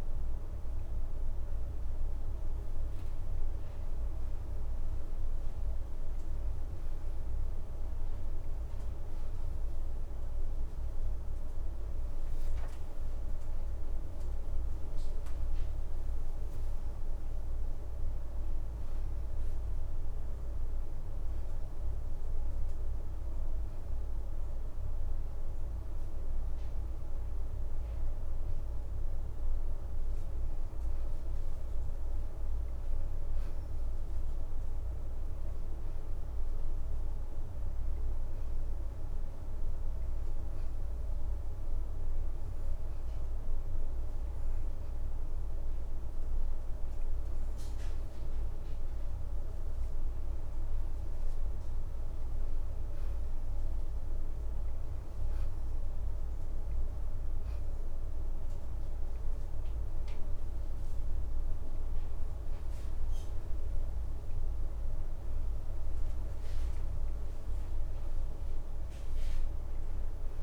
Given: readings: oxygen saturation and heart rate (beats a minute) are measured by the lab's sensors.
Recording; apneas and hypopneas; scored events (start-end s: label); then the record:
breathing in sleep, hard to hear, by a room microphone; 1
2.00-3.50 s: leg movement (device-marked)
16.50-17.50 s: leg movement (device-marked)
24.00-32.00 s: oxygen desaturation (device-marked, oxygen 92% before, 89% lowest, heart rate 96 before, 81 extreme)
32.00-36.00 s: arousal
34.00-47.00 s: oxygen desaturation (device-marked, oxygen 92% before, 88% lowest, heart rate 93 before, 81 extreme)
39.50-49.50 s: hypopnea (oxygen 92% before, 87% lowest, heart rate 86 before, 81 extreme, up 6 after)
50.00-53.00 s: arousal
57.00-67.00 s: oxygen desaturation (device-marked, oxygen 91% before, 87% lowest, heart rate 85 before, 82 extreme)
68.50-69.50 s: leg movement (device-marked)
69.00-70.42 s: arousal
From the record:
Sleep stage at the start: N2 (light sleep); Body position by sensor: on the back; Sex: female